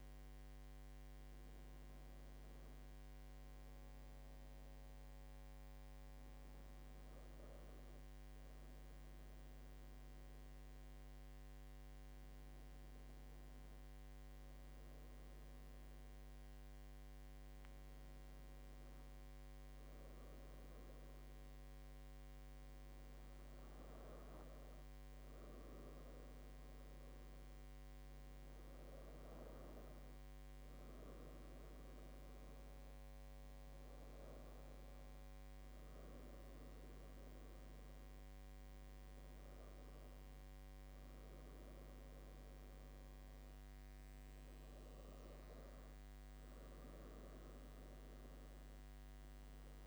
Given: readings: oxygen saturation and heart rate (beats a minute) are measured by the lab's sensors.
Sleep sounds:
breathing in sleep, hard to hear, by a microphone on the trachea; none
none scored
From the record:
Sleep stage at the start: N1 (lightest sleep); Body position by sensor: on the right side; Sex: female

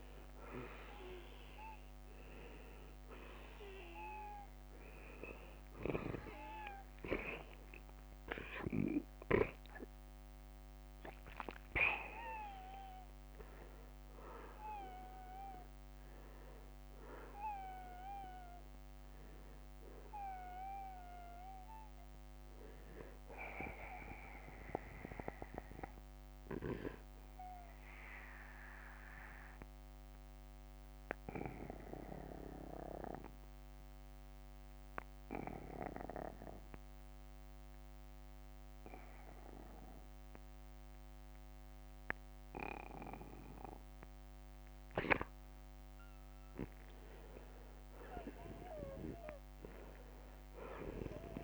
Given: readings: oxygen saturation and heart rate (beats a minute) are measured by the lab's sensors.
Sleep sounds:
breathing in sleep by a microphone on the trachea; 1
0.00-1.00 s: long interval between heartbeats (device-marked, heart rate 101 extreme)
0.00-27.00 s: oxygen desaturation (device-marked, oxygen 86% lowest, heart rate 44 extreme)
14.50-16.50 s: long interval between heartbeats (device-marked, heart rate 71 before, 58 extreme)
17.50-19.50 s: long interval between heartbeats (device-marked, heart rate 72 before, 58 extreme)
20.00-44.00 s: obstructive apnea (oxygen 94% before, 84% lowest, heart rate 67 before, 44 extreme, up 10 after)
33.50-35.50 s: long interval between heartbeats (device-marked, heart rate 59 before, 61 extreme)
47.00-51.44 s: arousal
From the record:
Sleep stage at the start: N1 (lightest sleep); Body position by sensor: on the back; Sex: male

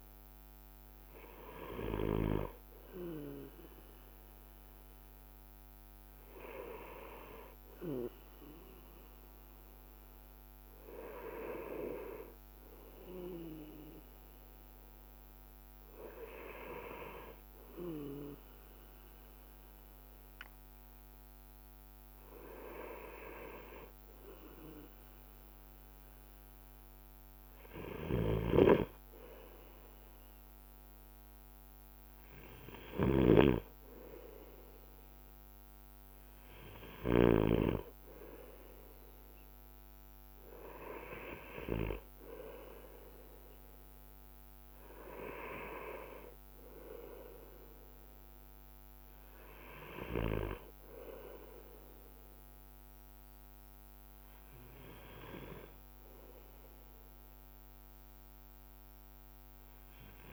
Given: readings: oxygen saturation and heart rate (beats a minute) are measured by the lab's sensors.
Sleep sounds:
breathing in sleep by a microphone on the trachea; none
28.00-37.50 s: snoring (device-marked)
From the record:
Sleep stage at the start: N2 (light sleep); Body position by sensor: on the right side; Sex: male

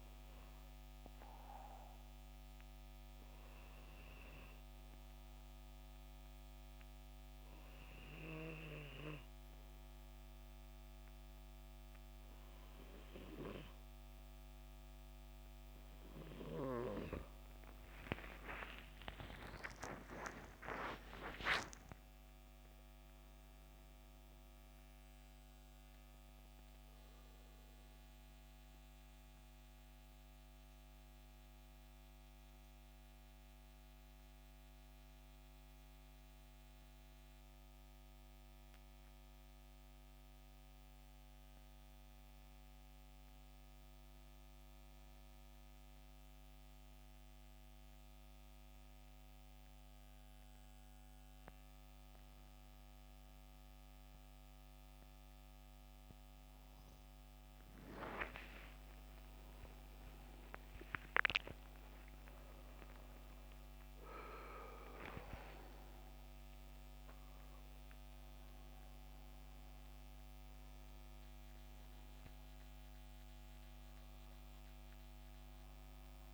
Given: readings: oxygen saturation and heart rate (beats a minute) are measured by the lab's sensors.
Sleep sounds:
breathing in sleep by a microphone on the trachea; 2
0.00-3.00 s: oxygen desaturation (device-marked, oxygen 86% lowest, heart rate 69 extreme)
3.50-16.00 s: hypopnea (oxygen 92% before, 84% lowest, heart rate 74 before, 69 extreme, up 23 after)
18.00-22.00 s: arousal
25.00-50.00 s: oxygen desaturation (device-marked, oxygen 88% before, 84% lowest, heart rate 76 before, 66 extreme)
33.00-37.00 s: arousal
41.50-55.00 s: central apnea (oxygen 88% before, 84% lowest, heart rate 82 before, 66 extreme, up 13 after)
57.50-61.00 s: arousal
65.00-76.34 s: oxygen desaturation (device-marked, oxygen 94% before, 84% lowest, heart rate 71 before, 68 extreme)
From the record:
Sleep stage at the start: N2 (light sleep); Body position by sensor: on the back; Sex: male

